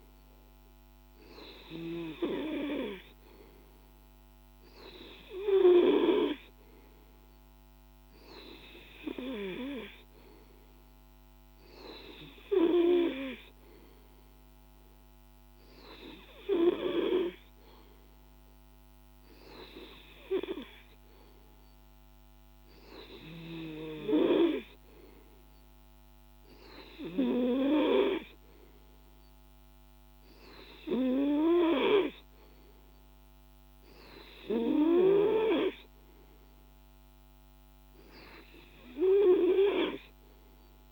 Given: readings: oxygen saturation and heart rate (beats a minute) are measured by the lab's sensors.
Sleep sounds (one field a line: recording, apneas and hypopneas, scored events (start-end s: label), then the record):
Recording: breathing in sleep by a microphone on the trachea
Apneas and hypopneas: none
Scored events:
none scored
From the record:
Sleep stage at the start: N2 (light sleep)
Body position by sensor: on the back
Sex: male